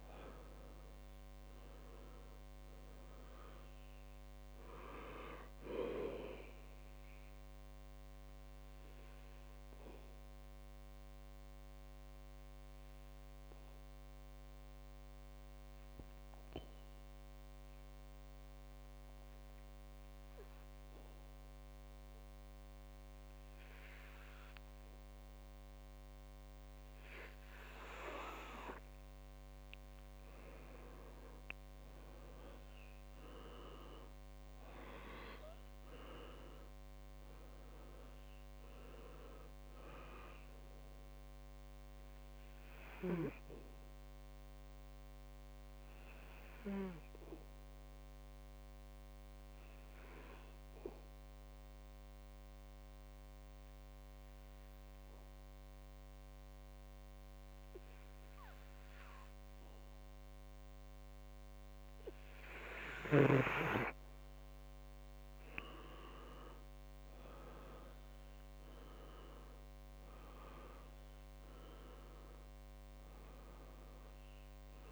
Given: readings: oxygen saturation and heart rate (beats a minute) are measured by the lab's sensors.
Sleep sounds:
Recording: breathing in sleep by a microphone on the trachea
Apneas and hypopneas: 2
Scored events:
0.00-28.00 s: oxygen desaturation (device-marked, oxygen 90% lowest, heart rate 57 extreme)
8.00-27.50 s: obstructive apnea (oxygen 97% before, 90% lowest, heart rate 68 before, 57 extreme, up 6 after)
30.50-35.00 s: arousal
36.00-61.00 s: oxygen desaturation (device-marked, oxygen 99% before, 90% lowest, heart rate 65 before, 59 extreme)
44.50-61.50 s: mixed apnea (oxygen 99% before, 90% lowest, heart rate 69 before, 59 extreme, up 9 after)
64.50-69.50 s: arousal
71.00-74.92 s: oxygen desaturation (device-marked, oxygen 98% before, 91% lowest, heart rate 64 before, 59 extreme)
From the record:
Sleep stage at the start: N2 (light sleep)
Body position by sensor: on the back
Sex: male

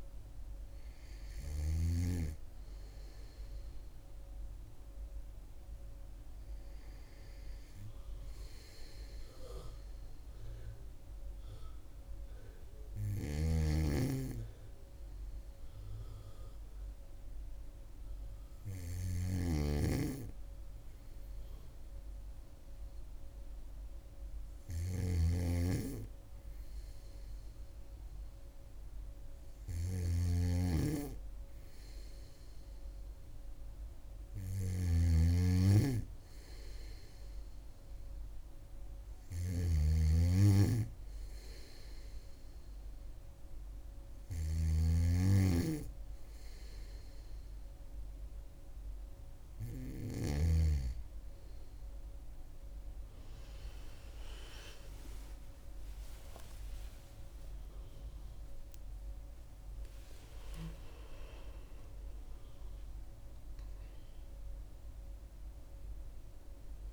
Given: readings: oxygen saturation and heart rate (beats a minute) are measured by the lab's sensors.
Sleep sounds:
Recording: breathing in sleep by a room microphone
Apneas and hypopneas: 1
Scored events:
10.50-23.50 s: hypopnea (oxygen 98% before, 96% lowest, heart rate 66 before, 63 extreme, up 1 after)
13.00-50.00 s: snoring (device-marked)
24.50-28.00 s: arousal
54.50-62.00 s: arousal
From the record:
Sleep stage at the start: N2 (light sleep)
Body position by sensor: on the back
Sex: female

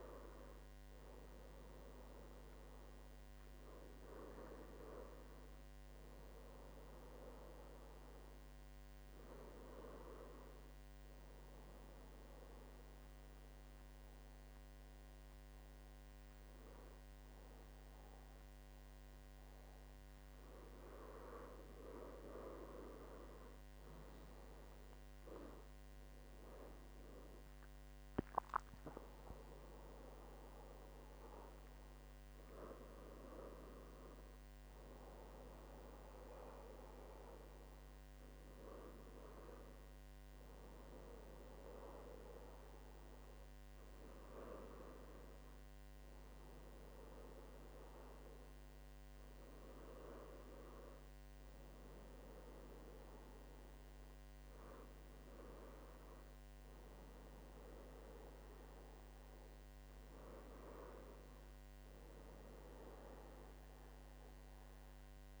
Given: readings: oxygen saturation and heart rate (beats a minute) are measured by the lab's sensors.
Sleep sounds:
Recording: breathing in sleep by a microphone on the trachea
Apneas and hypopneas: 1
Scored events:
2.50-6.00 s: arousal
8.50-22.00 s: hypopnea (oxygen 96% before, 94% lowest, heart rate 81 before, 78 extreme, up 4 after)
26.50-30.50 s: arousal
From the record:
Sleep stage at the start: N1 (lightest sleep)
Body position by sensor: on the back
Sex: male

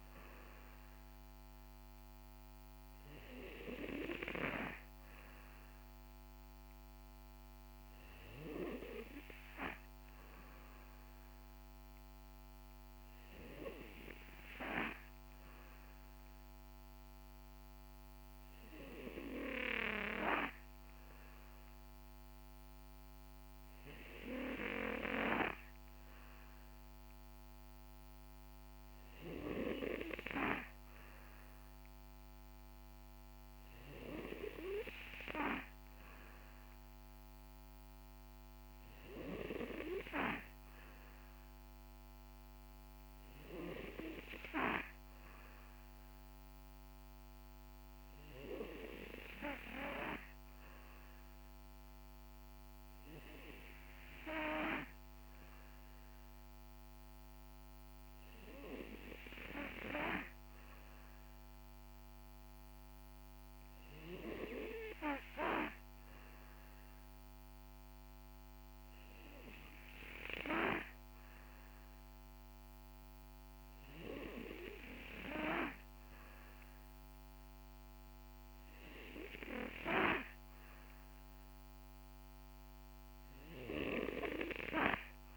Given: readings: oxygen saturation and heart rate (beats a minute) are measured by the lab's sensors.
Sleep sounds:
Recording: breathing in sleep by a microphone on the trachea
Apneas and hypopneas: none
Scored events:
none scored
From the record:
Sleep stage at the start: N2 (light sleep)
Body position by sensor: on the back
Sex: male

